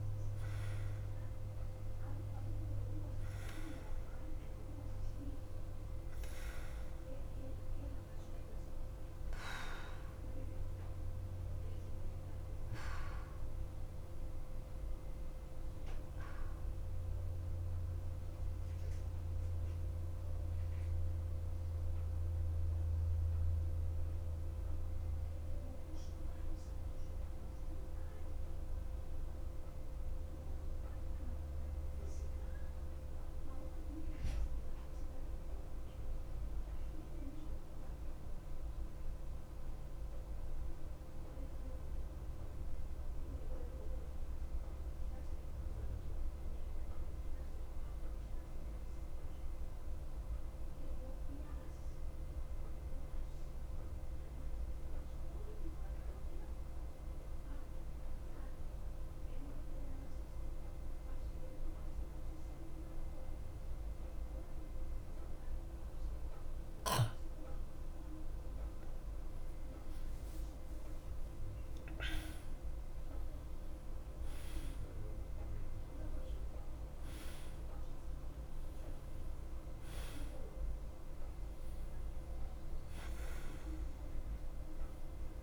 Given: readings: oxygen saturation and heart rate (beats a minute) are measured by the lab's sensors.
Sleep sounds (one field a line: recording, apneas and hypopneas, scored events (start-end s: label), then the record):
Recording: breathing in sleep, hard to hear, by a room microphone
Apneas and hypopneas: 1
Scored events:
12.50-37.50 s: oxygen desaturation (device-marked, oxygen 94% before, 87% lowest, heart rate 60 before, 50 extreme)
17.00-68.50 s: mixed apnea (oxygen 94% before, 86% lowest, heart rate 64 before, 50 extreme, up 3 after)
63.50-77.50 s: oxygen desaturation (device-marked, oxygen 96% before, 93% lowest, heart rate 52 before, 53 extreme)
70.00-73.50 s: arousal
79.50-85.43 s: oxygen desaturation (device-marked, oxygen 95% before, 86% lowest, heart rate 53 before, 51 extreme)
From the record:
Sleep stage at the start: N2 (light sleep)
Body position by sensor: on the back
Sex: male